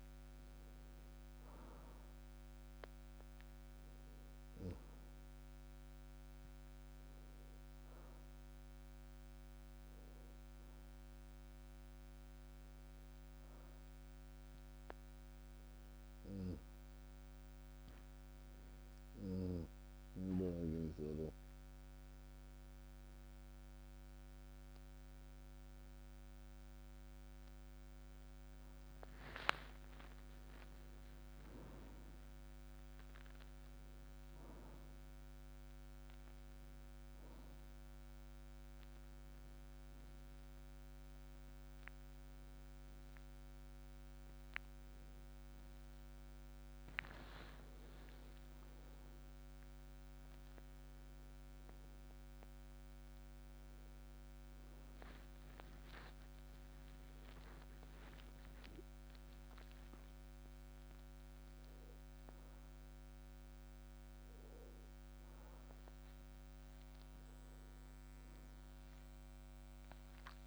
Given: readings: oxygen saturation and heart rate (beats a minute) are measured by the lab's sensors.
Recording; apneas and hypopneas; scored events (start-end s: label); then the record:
a person awake in a sleep study, by a microphone on the trachea; none
none scored
From the record:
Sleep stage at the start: awake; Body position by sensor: on the back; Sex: male